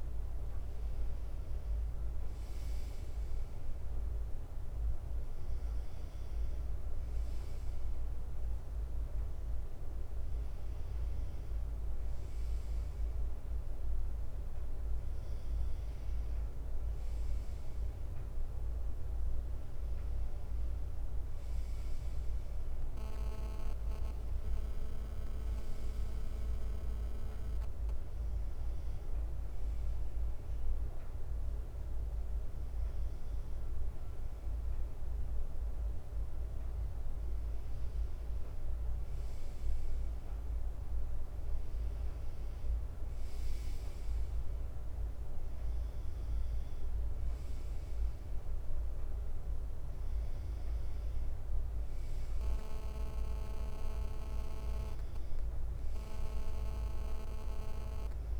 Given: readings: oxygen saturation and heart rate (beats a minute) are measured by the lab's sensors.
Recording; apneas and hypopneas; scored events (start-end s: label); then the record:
breathing in sleep, hard to hear, by a room microphone; none
4.50-11.50 s: bradycardia (device-marked, heart rate 63 before, 59 extreme)
7.50-9.00 s: leg movement (device-marked)
14.50-16.50 s: bradycardia (device-marked, heart rate 62 before, 60 extreme)
From the record:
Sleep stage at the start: N2 (light sleep); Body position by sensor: on the right side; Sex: male